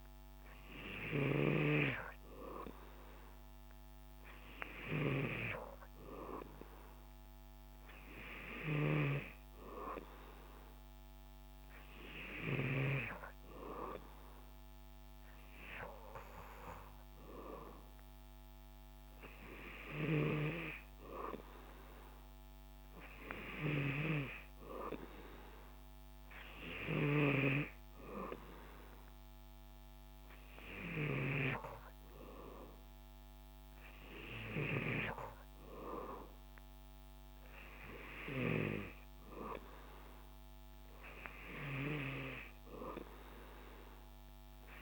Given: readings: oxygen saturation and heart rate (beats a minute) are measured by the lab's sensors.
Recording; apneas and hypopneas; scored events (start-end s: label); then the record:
breathing in sleep by a microphone on the trachea; none
none scored
From the record:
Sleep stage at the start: N3 (deep sleep); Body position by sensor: on the back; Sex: male